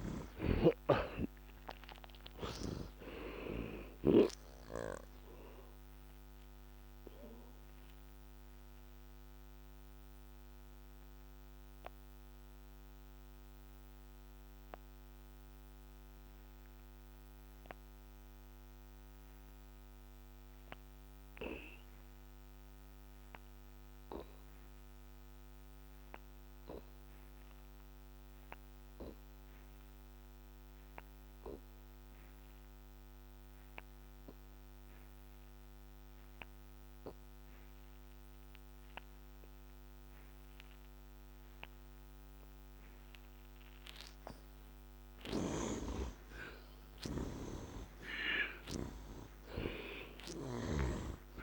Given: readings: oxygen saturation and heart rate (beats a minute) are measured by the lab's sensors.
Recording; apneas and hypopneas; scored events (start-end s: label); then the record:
breathing in sleep by a microphone on the trachea; 1
0.00-1.50 s: arousal
0.00-26.00 s: oxygen desaturation (device-marked, oxygen 58% lowest, heart rate 64 extreme)
6.00-44.50 s: obstructive apnea (oxygen 83% before, 58% lowest, heart rate 78 before, 64 extreme, up 25 after)
40.00-51.43 s: oxygen desaturation (device-marked, oxygen 79% before, 60% lowest, heart rate 66 before, 64 extreme)
46.50-50.00 s: arousal
From the record:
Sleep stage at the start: N2 (light sleep); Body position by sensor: on the back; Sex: male